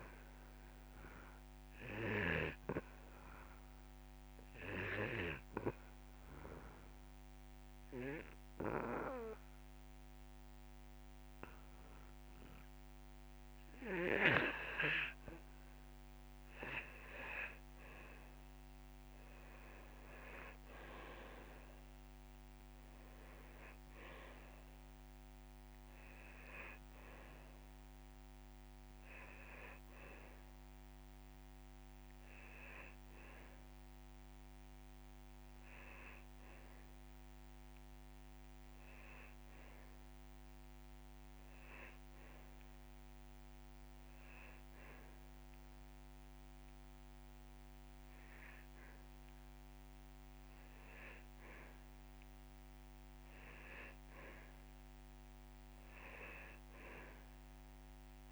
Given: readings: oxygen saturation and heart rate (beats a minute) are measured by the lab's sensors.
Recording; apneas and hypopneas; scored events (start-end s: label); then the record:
breathing in sleep by a microphone on the trachea; 1
0.00-16.50 s: oxygen desaturation (device-marked, oxygen 90% lowest)
1.00-14.50 s: obstructive apnea (oxygen 97% before, 90% lowest)
3.00-5.00 s: long interval between heartbeats (device-marked)
18.00-21.50 s: arousal
27.50-29.50 s: long interval between heartbeats (device-marked)
39.50-53.50 s: oxygen desaturation (device-marked, oxygen 95% before, 91% lowest)
From the record:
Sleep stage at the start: N2 (light sleep); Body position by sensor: on the back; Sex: male